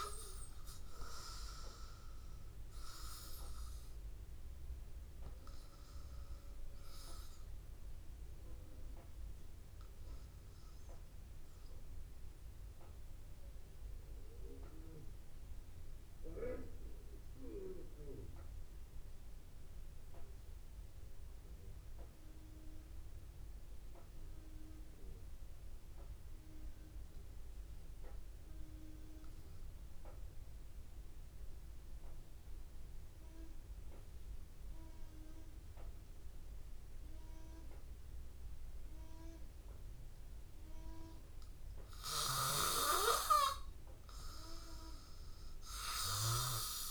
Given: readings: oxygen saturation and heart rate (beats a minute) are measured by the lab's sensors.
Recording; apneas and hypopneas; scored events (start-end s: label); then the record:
breathing in sleep by a room microphone; 1
0.00-21.00 s: oxygen desaturation (device-marked, oxygen 91% lowest, heart rate 82 extreme)
2.50-4.50 s: long interval between heartbeats (device-marked, heart rate 85 before, 87 extreme)
7.50-39.50 s: obstructive apnea (oxygen 97% before, 91% lowest, heart rate 86 before, 82 extreme, up 2 after)
39.00-46.91 s: oxygen desaturation (device-marked, oxygen 98% before, 92% lowest, heart rate 82 before, 82 extreme)
40.50-45.50 s: arousal
From the record:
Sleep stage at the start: N2 (light sleep); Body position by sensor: on the back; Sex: male